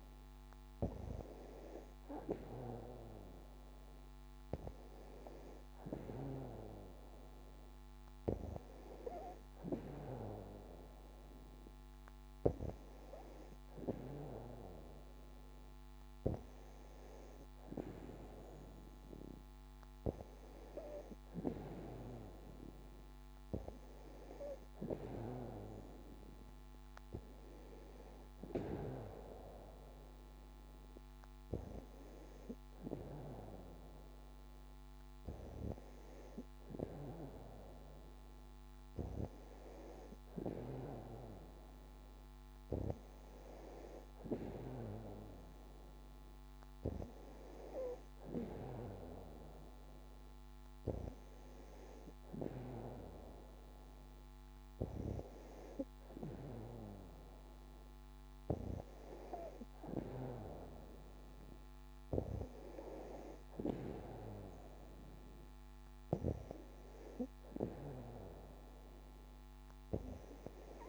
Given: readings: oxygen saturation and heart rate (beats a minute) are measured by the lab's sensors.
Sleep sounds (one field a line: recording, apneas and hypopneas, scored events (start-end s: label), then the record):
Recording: breathing in sleep by a microphone on the trachea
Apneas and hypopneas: none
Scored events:
none scored
From the record:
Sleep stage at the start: N2 (light sleep)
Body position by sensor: on the back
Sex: female